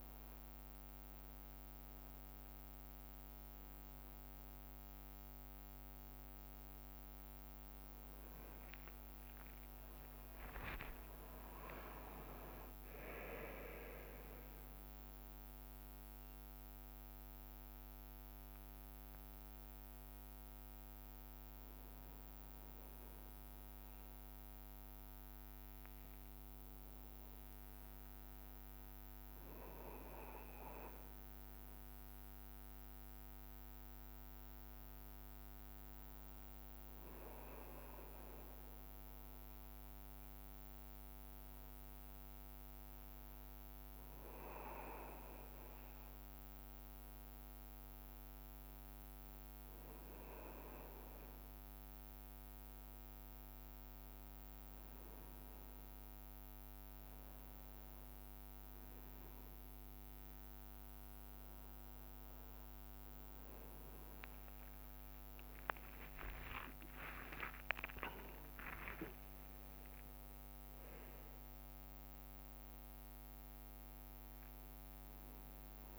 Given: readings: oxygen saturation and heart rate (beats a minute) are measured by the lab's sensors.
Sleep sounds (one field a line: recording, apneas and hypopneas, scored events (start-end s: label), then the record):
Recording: breathing in sleep by a microphone on the trachea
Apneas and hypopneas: none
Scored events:
0.00-8.50 s: leg movement (device-marked)
7.00 s: drop in pulse transit time (device-marked)
10.00-15.00 s: arousal
10.00-19.00 s: leg movement (device-marked)
11.00-13.00 s: long interval between heartbeats (device-marked, heart rate 64 before, 71 extreme)
12.00-30.00 s: drop in pulse transit time (device-marked, heart rate 65 before, 61 extreme)
47.00-55.00 s: leg movement (device-marked)
51.00-56.00 s: drop in pulse transit time (device-marked, heart rate 64 before, 67 extreme)
58.00-68.00 s: leg movement (device-marked)
59.00-75.99 s: new sleep stage, N2 (light sleep)
66.00-75.99 s: tachycardia (device-marked, heart rate 47 before, 140 extreme)
66.50-68.50 s: long interval between heartbeats (device-marked, heart rate 66 before, 76 extreme)
66.50-70.50 s: arousal
67.00-75.99 s: drop in pulse transit time (device-marked, heart rate 67 before, 91 extreme)
70.00-72.00 s: long interval between heartbeats (device-marked, heart rate 72 before, 127 extreme)
70.00-75.99 s: leg movement (device-marked)
73.00-75.00 s: long interval between heartbeats (device-marked, heart rate 82 before, 129 extreme)
From the record:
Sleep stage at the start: N1 (lightest sleep)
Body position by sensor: on the back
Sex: male